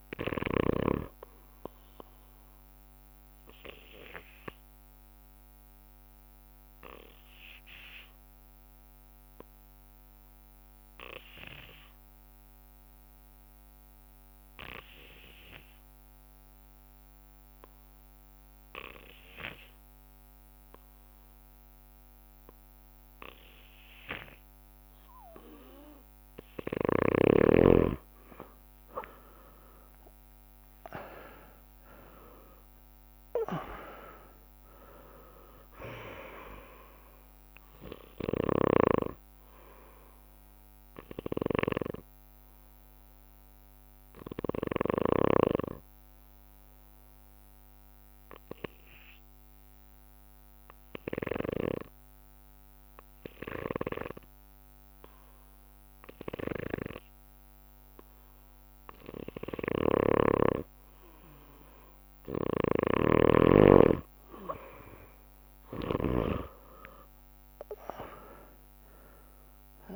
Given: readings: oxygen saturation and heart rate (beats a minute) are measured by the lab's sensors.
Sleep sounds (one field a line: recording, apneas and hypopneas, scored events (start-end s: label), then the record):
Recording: breathing in sleep by a microphone on the trachea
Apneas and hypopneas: 2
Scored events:
0.00-13.00 s: oxygen desaturation (device-marked, oxygen 93% lowest)
0.00-19.00 s: bradycardia (device-marked)
3.50-25.50 s: obstructive apnea (oxygen 99% before, 92% lowest)
27.00-54.00 s: oxygen desaturation (device-marked, oxygen 99% before, 92% lowest)
29.00-33.00 s: arousal
41.50-59.50 s: obstructive apnea (oxygen 99% before, 92% lowest)
60.00-63.50 s: snoring (device-marked)
65.50-69.50 s: arousal
66.00-69.96 s: oxygen desaturation (device-marked, oxygen 99% before, 94% lowest)
From the record:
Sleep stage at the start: N2 (light sleep)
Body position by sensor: on the right side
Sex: male